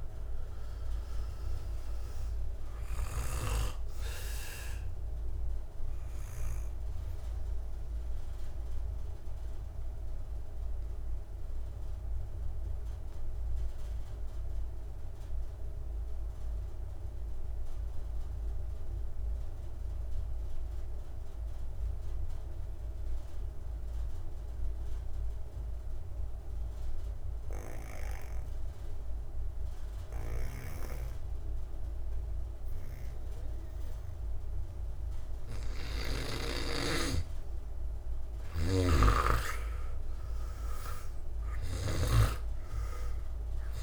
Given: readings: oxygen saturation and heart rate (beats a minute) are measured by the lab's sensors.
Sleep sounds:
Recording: breathing in sleep by a room microphone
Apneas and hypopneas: 1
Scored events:
0.00-25.00 s: oxygen desaturation (device-marked, oxygen 86% lowest)
9.00-35.50 s: mixed apnea (oxygen 99% before, 82% lowest)
38.50-42.50 s: arousal
40.00-43.83 s: oxygen desaturation (device-marked, oxygen 96% before, 82% lowest)
From the record:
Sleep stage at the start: N2 (light sleep)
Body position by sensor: on the back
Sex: male

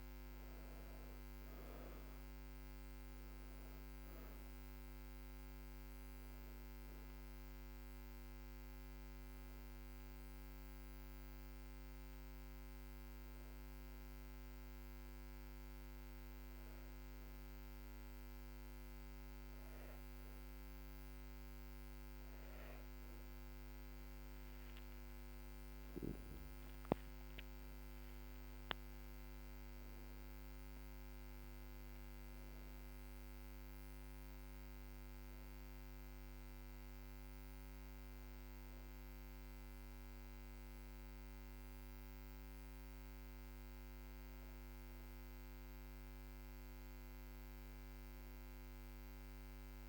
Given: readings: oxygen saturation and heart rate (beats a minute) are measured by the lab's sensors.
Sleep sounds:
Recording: a person partly awake in a sleep study, hard to hear, by a microphone on the trachea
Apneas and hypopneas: none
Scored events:
1.00-13.00 s: oxygen desaturation (device-marked, oxygen 98% before, 92% lowest, heart rate 99 before, 71 extreme)
10.00-40.00 s: new sleep stage, N1 (lightest sleep)
40.00-49.89 s: new sleep stage, N2 (light sleep)
From the record:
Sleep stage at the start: awake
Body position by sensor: on the back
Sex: female

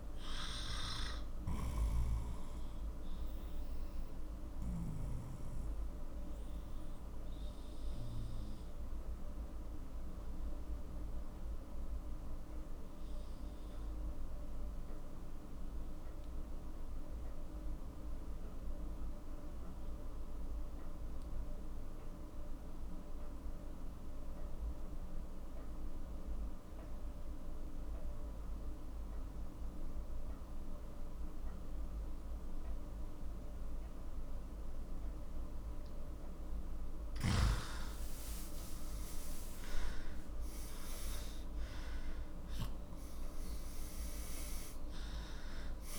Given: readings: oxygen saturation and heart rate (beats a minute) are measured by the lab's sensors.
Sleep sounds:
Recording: breathing in sleep, hard to hear, by a room microphone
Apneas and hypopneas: 1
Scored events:
0.00-18.00 s: oxygen desaturation (device-marked, oxygen 91% lowest, heart rate 39 extreme)
1.50-35.50 s: obstructive apnea (oxygen 98% before, 90% lowest, heart rate 55 before, 39 extreme, up 10 after)
31.00-41.00 s: oxygen desaturation (device-marked, oxygen 98% before, 93% lowest, heart rate 45 before, 40 extreme)
37.50-41.50 s: arousal
From the record:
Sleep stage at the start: N2 (light sleep)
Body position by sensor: on the left side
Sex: male

